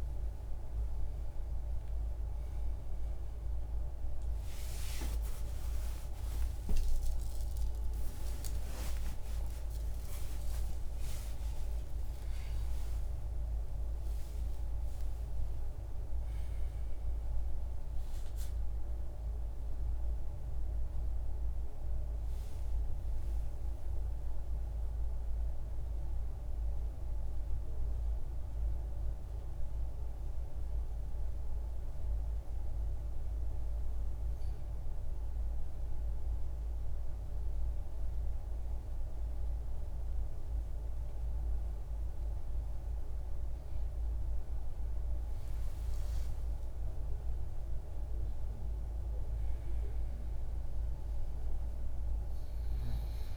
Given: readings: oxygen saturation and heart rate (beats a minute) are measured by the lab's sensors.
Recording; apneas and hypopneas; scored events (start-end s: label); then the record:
a person awake in a sleep study, hard to hear, by a room microphone; none
39.00-53.37 s: new sleep stage, N2 (light sleep)
45.00-53.37 s: oxygen desaturation (device-marked, oxygen 99% before, 91% lowest, heart rate 63 before, 59 extreme)
From the record:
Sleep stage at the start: awake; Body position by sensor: on the back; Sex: male